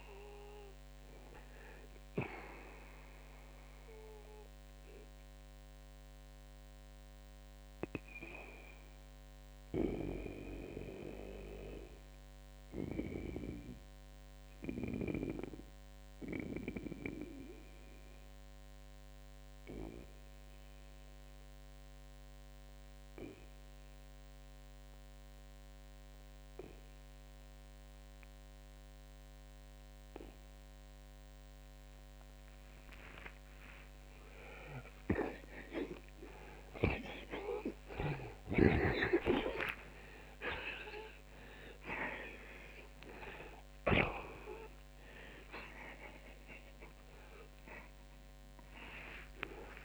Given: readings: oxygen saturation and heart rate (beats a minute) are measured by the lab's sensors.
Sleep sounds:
breathing in sleep by a microphone on the trachea; 1
0.00-32.50 s: oxygen desaturation (device-marked, oxygen 78% lowest, heart rate 63 extreme)
3.00-34.00 s: mixed apnea (oxygen 92% before, 77% lowest, heart rate 99 before, 63 extreme, up 42 after)
35.50-39.00 s: arousal
42.50-49.85 s: oxygen desaturation (device-marked, oxygen 93% before, 77% lowest, heart rate 79 before, 69 extreme)
From the record:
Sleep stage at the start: N2 (light sleep); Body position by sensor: on the back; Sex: male

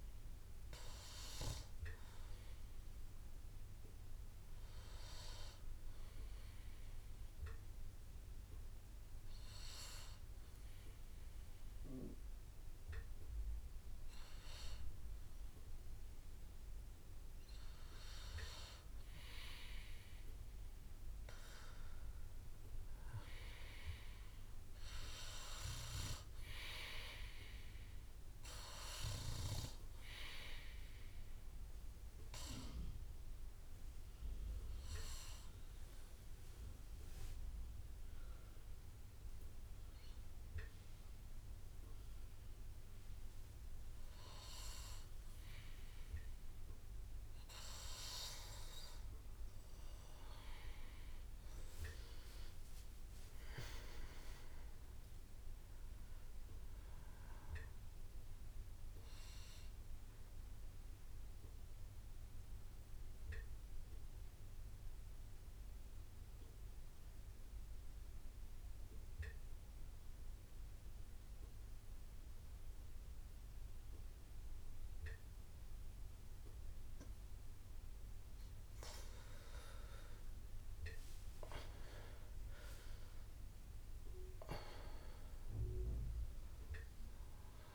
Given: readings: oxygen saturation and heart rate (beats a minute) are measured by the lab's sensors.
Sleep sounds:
breathing in sleep by a room microphone; 3
2.50-16.00 s: obstructive apnea (oxygen 100% before, 93% lowest)
18.50-23.50 s: arousal
24.00-40.00 s: oxygen desaturation (device-marked, oxygen 99% before, 94% lowest)
32.50-47.50 s: obstructive apnea (oxygen 100% before, 91% lowest)
53.00-56.50 s: arousal
59.00-75.00 s: oxygen desaturation (device-marked, oxygen 97% before, 93% lowest)
60.00-77.00 s: mixed apnea (oxygen 97% before, 90% lowest)
80.50-84.50 s: arousal
From the record:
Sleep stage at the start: N2 (light sleep); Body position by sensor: on the back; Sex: male

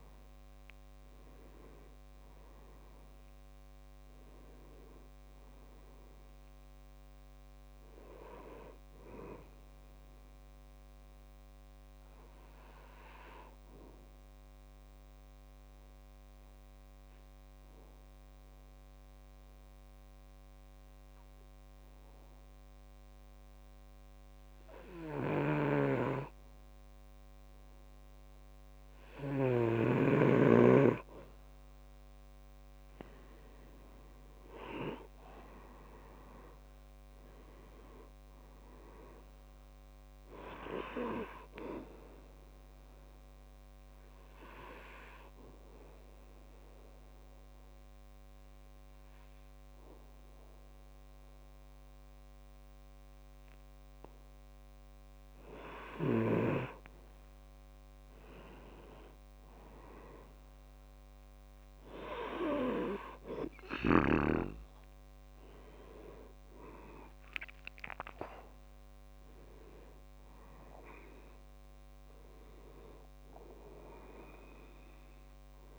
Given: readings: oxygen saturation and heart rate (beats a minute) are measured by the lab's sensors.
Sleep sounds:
breathing in sleep by a microphone on the trachea; 2
0.00-15.50 s: oxygen desaturation (device-marked, oxygen 93% lowest, heart rate 64 extreme)
11.50-31.00 s: obstructive apnea (oxygen 97% before, 90% lowest, heart rate 72 before, 65 extreme, up 7 after)
34.00-37.50 s: arousal
34.50-63.50 s: oxygen desaturation (device-marked, oxygen 98% before, 90% lowest, heart rate 66 before, 64 extreme)
43.00-56.50 s: obstructive apnea (oxygen 98% before, 90% lowest, heart rate 69 before, 64 extreme, up 3 after)
67.00-71.50 s: arousal
From the record:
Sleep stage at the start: N2 (light sleep); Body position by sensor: on the back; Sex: male

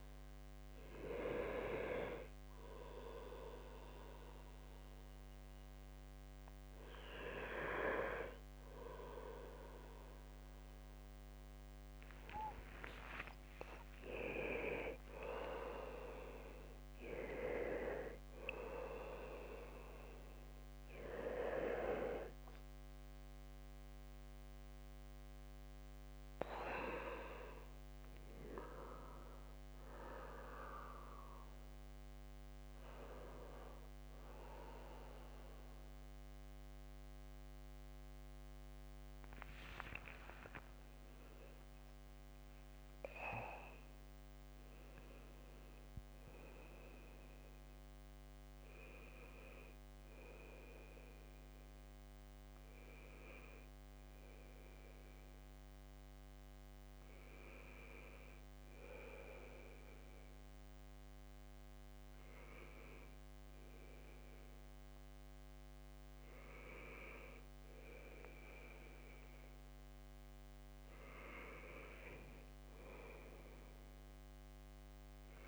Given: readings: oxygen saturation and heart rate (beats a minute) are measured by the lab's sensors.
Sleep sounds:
breathing in sleep by a microphone on the trachea; 1
0.00-11.50 s: oxygen desaturation (device-marked, oxygen 94% lowest, heart rate 72 extreme)
11.50-13.50 s: long interval between heartbeats (device-marked, heart rate 74 before, 95 extreme)
38.50-44.00 s: arousal
39.00-41.00 s: long interval between heartbeats (device-marked, heart rate 75 before, 80 extreme)
49.50-75.48 s: new sleep stage, N2 (light sleep)
55.00-70.50 s: hypopnea (oxygen 96% before, 93% lowest, heart rate 76 before, 71 extreme, up 2 after)
72.50-75.48 s: arousal
From the record:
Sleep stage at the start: N1 (lightest sleep); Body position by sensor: on the right side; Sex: male

